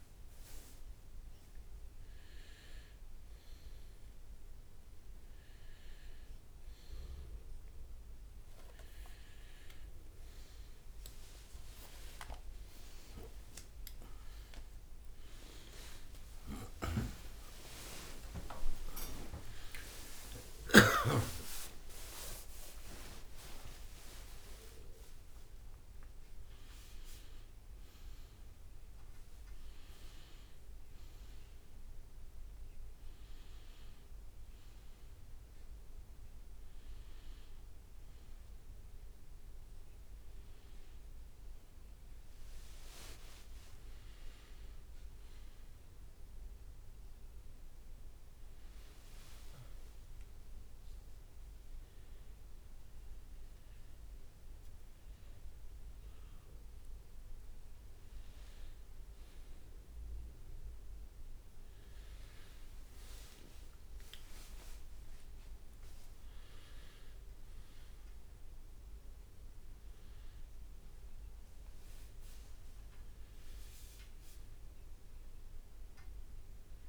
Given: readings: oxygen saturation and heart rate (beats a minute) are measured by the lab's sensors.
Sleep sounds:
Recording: a person awake in a sleep study, by a room microphone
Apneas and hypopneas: none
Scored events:
0.00-2.00 s: leg movement (device-marked)
17.50-76.89 s: new sleep stage, awake
29.00-33.50 s: leg movement (device-marked)
43.00-47.00 s: leg movement (device-marked)
49.00-51.00 s: leg movement (device-marked)
62.50-72.00 s: leg movement (device-marked)
From the record:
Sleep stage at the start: N2 (light sleep)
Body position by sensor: on the back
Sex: male

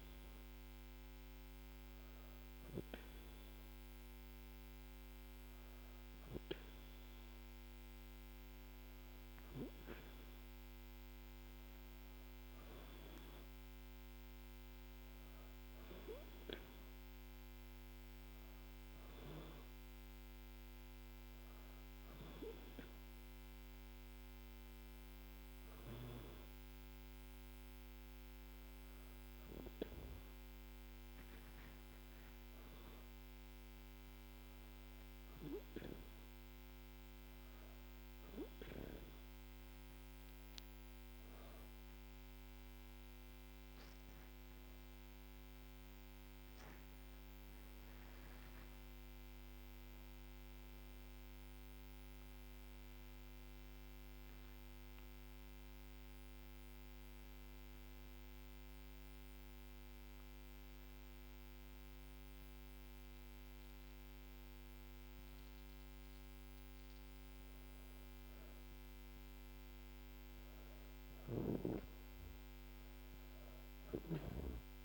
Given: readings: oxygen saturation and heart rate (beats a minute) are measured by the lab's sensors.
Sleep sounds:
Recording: breathing in sleep by a microphone on the trachea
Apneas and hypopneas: 1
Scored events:
44.00-49.00 s: arousal
53.00-66.00 s: hypopnea (oxygen 96% before, 94% lowest, heart rate 81 before, 78 extreme, up 0 after)
68.00-72.50 s: arousal
70.00-74.84 s: oxygen desaturation (device-marked, oxygen 97% before, 94% lowest, heart rate 83 before, 77 extreme)
From the record:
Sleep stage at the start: N2 (light sleep)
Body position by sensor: on the back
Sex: female

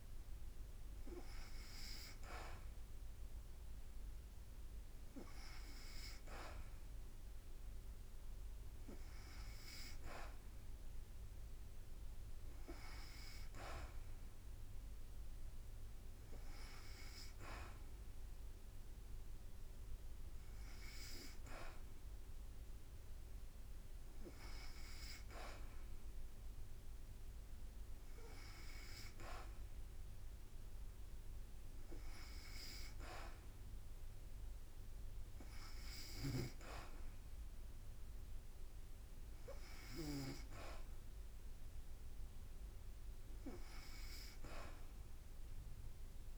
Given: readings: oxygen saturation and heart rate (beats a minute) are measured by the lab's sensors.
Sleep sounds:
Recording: breathing in sleep by a room microphone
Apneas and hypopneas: none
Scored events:
0.00-4.00 s: drop in pulse transit time (device-marked, heart rate 55 extreme)
35.50-40.00 s: snoring (device-marked)
40.00-46.38 s: drop in pulse transit time (device-marked, heart rate 56 before, 57 extreme)
From the record:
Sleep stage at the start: N2 (light sleep)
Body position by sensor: on the back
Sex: female

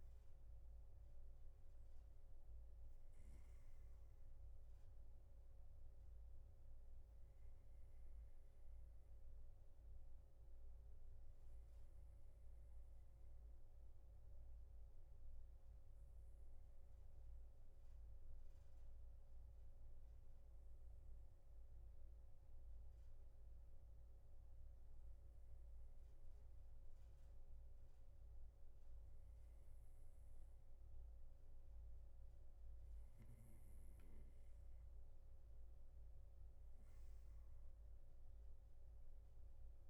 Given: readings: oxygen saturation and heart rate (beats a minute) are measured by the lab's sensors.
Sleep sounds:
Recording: breathing in sleep, hard to hear, by a room microphone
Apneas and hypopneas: 1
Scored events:
9.00-24.00 s: hypopnea (oxygen 95% before, 93% lowest, heart rate 59 before, 55 extreme, up 1 after)
17.50-39.90 s: new sleep stage, N3 (deep sleep)
From the record:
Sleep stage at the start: N2 (light sleep)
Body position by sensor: on the right side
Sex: male

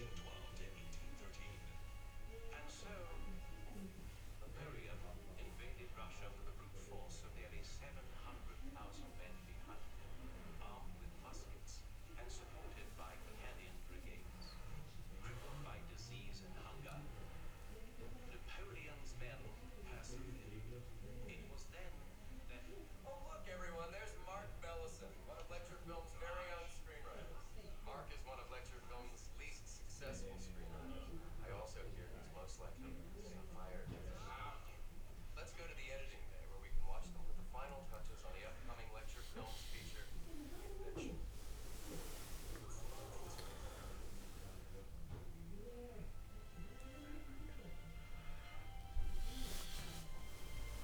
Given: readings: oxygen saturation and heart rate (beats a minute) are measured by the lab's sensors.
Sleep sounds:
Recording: breathing in sleep by a room microphone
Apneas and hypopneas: none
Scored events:
11.50-16.00 s: arousal
19.50-28.50 s: oxygen desaturation (device-marked, oxygen 98% before, 93% lowest, heart rate 87 before, 86 extreme)
48.50-50.84 s: arousal
From the record:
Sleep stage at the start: N2 (light sleep)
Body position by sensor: on the back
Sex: male

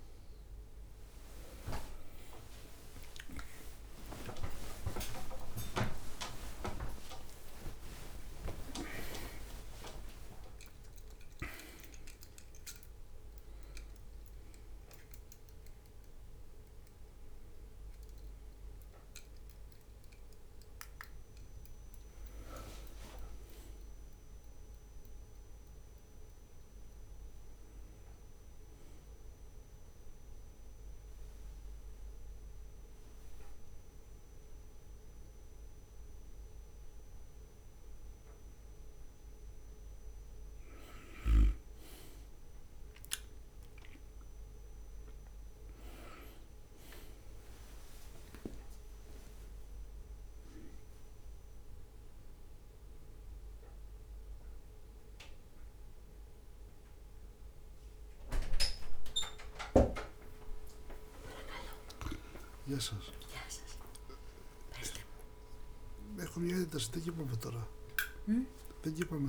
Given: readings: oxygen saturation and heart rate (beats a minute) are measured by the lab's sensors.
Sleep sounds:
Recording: a person awake in a sleep study, by a room microphone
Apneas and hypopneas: none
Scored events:
0.00-9.00 s: leg movement (device-marked)
4.00-8.00 s: tachycardia (device-marked, heart rate 61 before, 104 extreme)
5.00-7.00 s: long interval between heartbeats (device-marked, heart rate 59 before, 80 extreme)
7.50-9.50 s: long interval between heartbeats (device-marked, heart rate 61 before, 104 extreme)
9.50-11.00 s: leg movement (device-marked)
30.50-34.50 s: leg movement (device-marked)
64.50-67.50 s: leg movement (device-marked)
From the record:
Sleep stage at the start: awake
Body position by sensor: on the back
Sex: male

